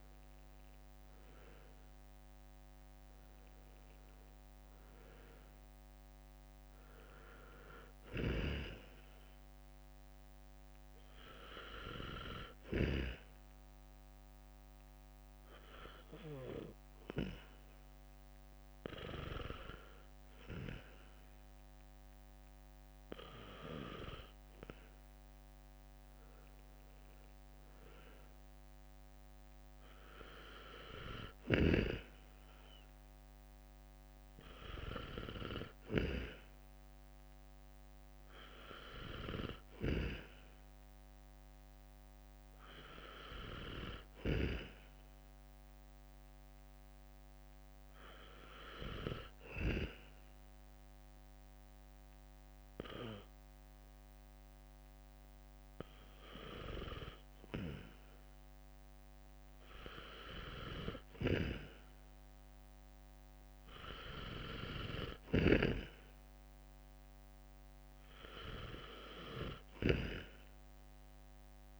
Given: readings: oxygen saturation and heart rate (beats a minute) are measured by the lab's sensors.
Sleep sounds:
breathing in sleep by a microphone on the trachea; 2
2.50-6.00 s: arousal
13.50-25.00 s: hypopnea (oxygen 94% before, 92% lowest, heart rate 67 before, 64 extreme, up 3 after)
27.00-30.00 s: arousal
49.00-59.00 s: obstructive apnea (oxygen 95% before, 92% lowest, heart rate 67 before, 65 extreme, up 5 after)
60.50-65.00 s: arousal
From the record:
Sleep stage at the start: N2 (light sleep); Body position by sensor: on the right side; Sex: male

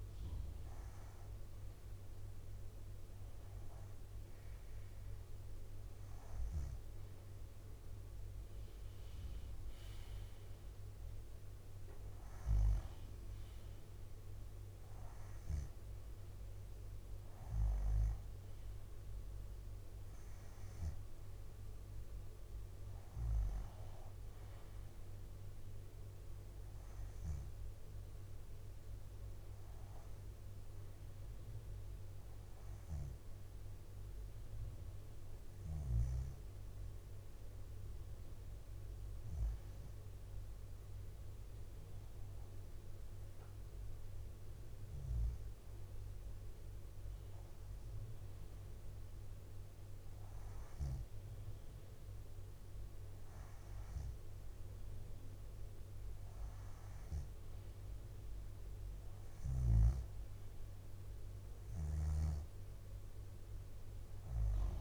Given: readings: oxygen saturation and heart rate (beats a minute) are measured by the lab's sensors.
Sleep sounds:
breathing in sleep, hard to hear, by a room microphone; none
8.00-18.00 s: leg movement (device-marked)
11.50-21.50 s: drop in pulse transit time (device-marked, heart rate 65 before, 64 extreme)
16.50-21.00 s: arousal
41.50-54.50 s: bradycardia (device-marked, heart rate 63 before, 56 extreme)
60.50-62.50 s: bradycardia (device-marked, heart rate 63 before, 60 extreme)
61.50-64.81 s: snoring (device-marked)
From the record:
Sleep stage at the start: REM sleep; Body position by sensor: on the back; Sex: female

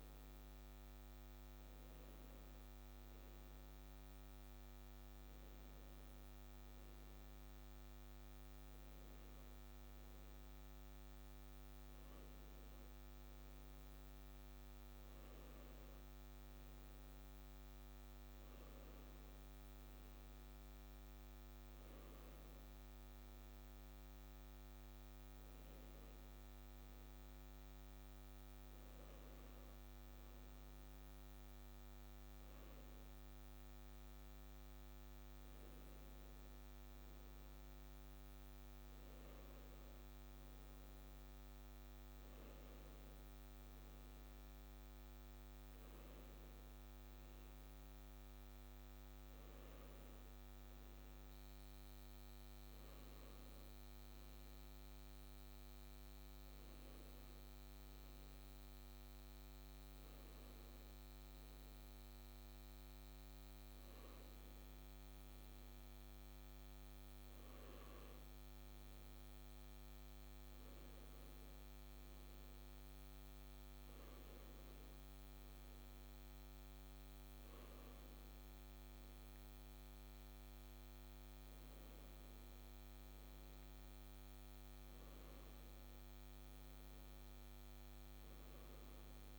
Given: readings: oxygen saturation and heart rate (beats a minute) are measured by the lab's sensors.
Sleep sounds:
a person awake in a sleep study, hard to hear, by a microphone on the trachea; none
none scored
From the record:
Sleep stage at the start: awake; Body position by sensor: on the left side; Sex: male

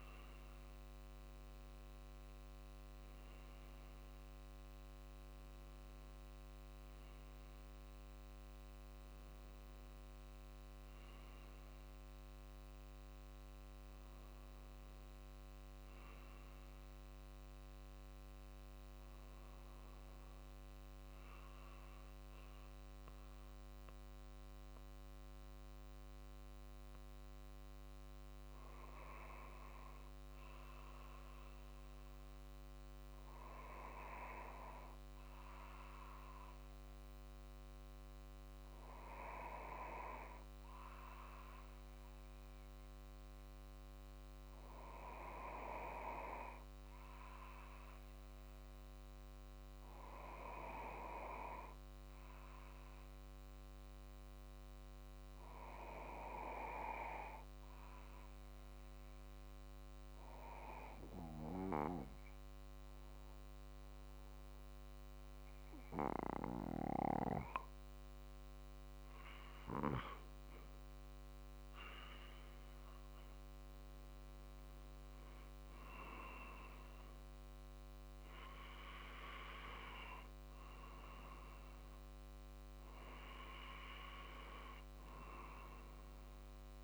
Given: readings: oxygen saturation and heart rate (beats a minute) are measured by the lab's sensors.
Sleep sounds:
breathing in sleep by a microphone on the trachea; 1
0.00-17.00 s: drop in pulse transit time (device-marked, heart rate 46 extreme)
28.00-43.00 s: oxygen desaturation (device-marked, oxygen 95% before, 92% lowest, heart rate 47 before, 46 extreme)
32.00-67.50 s: obstructive apnea (oxygen 95% before, 92% lowest, heart rate 47 before, 46 extreme, up 3 after)
61.00-86.84 s: new sleep stage, N2 (light sleep)
69.00-73.50 s: arousal
71.00-85.00 s: drop in pulse transit time (device-marked, heart rate 47 before, 47 extreme)
From the record:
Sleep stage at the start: REM sleep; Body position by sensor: on the back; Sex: male

